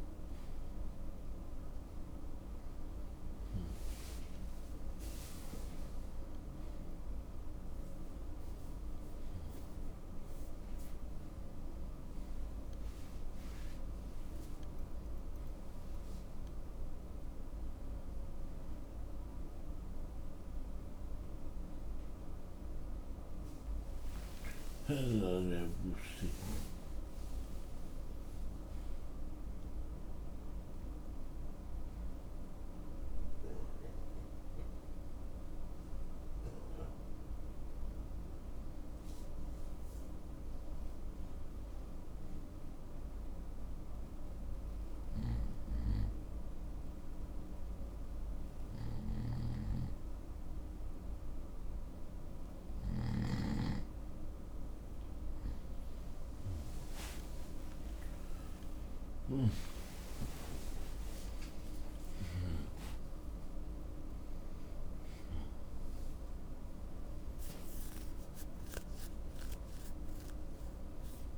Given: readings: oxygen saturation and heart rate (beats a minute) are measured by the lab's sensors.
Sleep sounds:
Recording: breathing in sleep by a room microphone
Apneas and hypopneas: 1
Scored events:
1.50-5.50 s: arousal
8.00-17.00 s: oxygen desaturation (device-marked, oxygen 97% before, 91% lowest, heart rate 82 before, 76 extreme)
25.50-30.00 s: arousal
31.00-43.00 s: oxygen desaturation (device-marked, oxygen 93% before, 90% lowest, heart rate 84 before, 65 extreme)
33.50-55.00 s: obstructive apnea (oxygen 94% before, 90% lowest, heart rate 83 before, 65 extreme, up 45 after)
48.00-71.38 s: new sleep stage, N2 (light sleep)
58.00-63.00 s: arousal
From the record:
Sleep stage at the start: N1 (lightest sleep)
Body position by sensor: on the right side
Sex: male

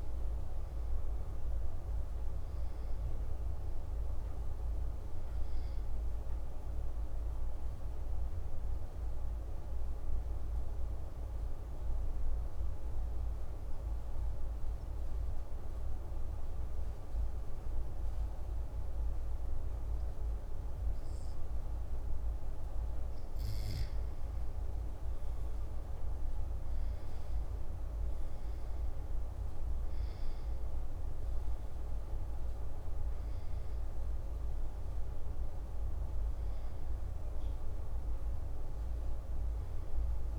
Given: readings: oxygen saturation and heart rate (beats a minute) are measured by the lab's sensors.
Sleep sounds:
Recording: breathing in sleep, hard to hear, by a room microphone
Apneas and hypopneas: 1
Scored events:
8.50-23.50 s: obstructive apnea (oxygen 97% before, 93% lowest)
31.00-40.38 s: new sleep stage, awake
38.00-40.38 s: oxygen desaturation (device-marked, oxygen 97% before, 93% lowest)
From the record:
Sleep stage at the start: N2 (light sleep)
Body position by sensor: on the back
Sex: male

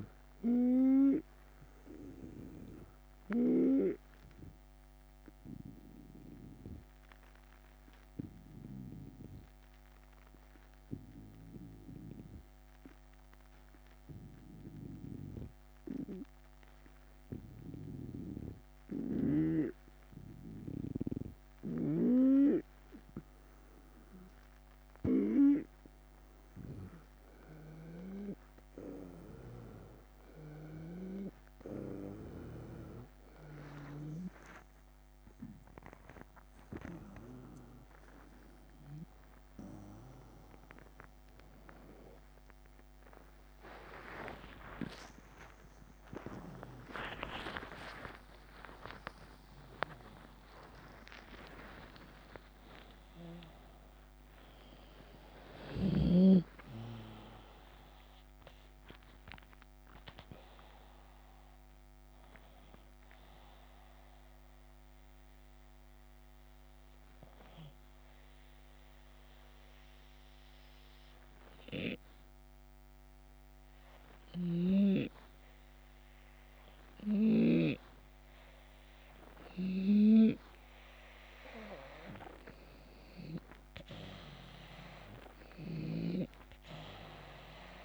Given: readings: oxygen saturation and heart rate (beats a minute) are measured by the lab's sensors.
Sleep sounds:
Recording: breathing in sleep by a microphone on the trachea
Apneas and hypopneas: 2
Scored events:
0.00-3.50 s: snoring (device-marked)
0.00-12.00 s: oxygen desaturation (device-marked, oxygen 93% lowest, heart rate 74 extreme)
0.50-23.50 s: obstructive apnea (oxygen 98% before, 91% lowest, heart rate 79 before, 74 extreme, up 7 after)
21.00-25.00 s: snoring (device-marked)
25.00-61.00 s: oxygen desaturation (device-marked, oxygen 96% before, 91% lowest, heart rate 76 before, 74 extreme)
27.00-30.50 s: snoring (device-marked)
34.00-38.50 s: arousal
40.00-52.00 s: drop in pulse transit time (device-marked, heart rate 80 before, 88 extreme)
43.00-50.00 s: tachycardia (device-marked, heart rate 78 before, 110 extreme)
46.00-87.85 s: new sleep stage, REM sleep
47.00-49.00 s: long interval between heartbeats (device-marked, heart rate 86 before, 110 extreme)
47.00-51.50 s: arousal
65.50-79.00 s: hypopnea (oxygen 98% before, 90% lowest, heart rate 97 before, 74 extreme, up 3 after)
73.50-77.00 s: snoring (device-marked)
79.00-87.85 s: snoring (device-marked)
81.00-85.00 s: arousal
82.00-87.85 s: oxygen desaturation (device-marked, oxygen 98% before, 91% lowest, heart rate 79 before, 74 extreme)
84.00-87.85 s: drop in pulse transit time (device-marked, heart rate 77 before, 75 extreme)
From the record:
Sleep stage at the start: N2 (light sleep)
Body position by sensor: on the right side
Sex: male

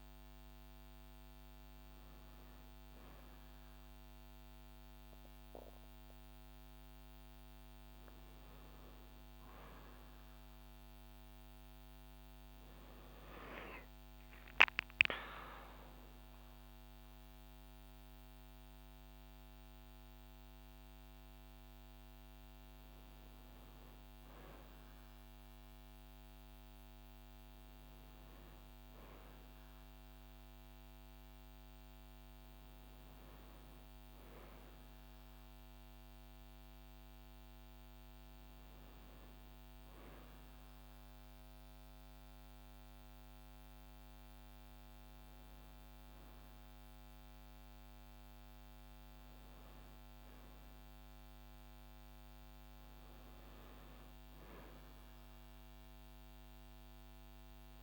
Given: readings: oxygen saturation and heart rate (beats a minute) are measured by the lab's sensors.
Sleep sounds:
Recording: a person awake in a sleep study, hard to hear, by a microphone on the trachea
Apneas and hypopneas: none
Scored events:
none scored
From the record:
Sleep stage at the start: awake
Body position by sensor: on the right side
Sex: female

